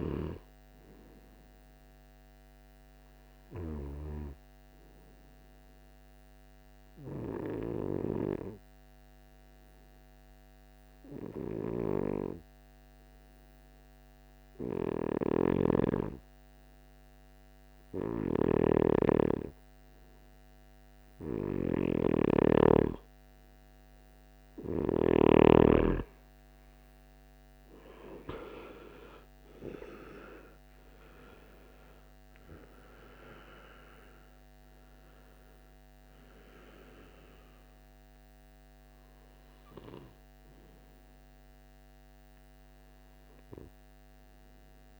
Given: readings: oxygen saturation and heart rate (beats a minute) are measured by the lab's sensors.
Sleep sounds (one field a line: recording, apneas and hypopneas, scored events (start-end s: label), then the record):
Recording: breathing in sleep by a microphone on the trachea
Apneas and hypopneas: 1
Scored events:
0.00-11.50 s: oxygen desaturation (device-marked, oxygen 92% lowest, heart rate 61 extreme)
4.00-21.00 s: obstructive apnea (oxygen 99% before, 89% lowest, heart rate 63 before, 57 extreme, up 8 after)
23.50-45.00 s: oxygen desaturation (device-marked, oxygen 96% before, 90% lowest, heart rate 63 before, 56 extreme)
26.50-30.00 s: arousal
From the record:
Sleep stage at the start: N2 (light sleep)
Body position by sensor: on the right side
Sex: male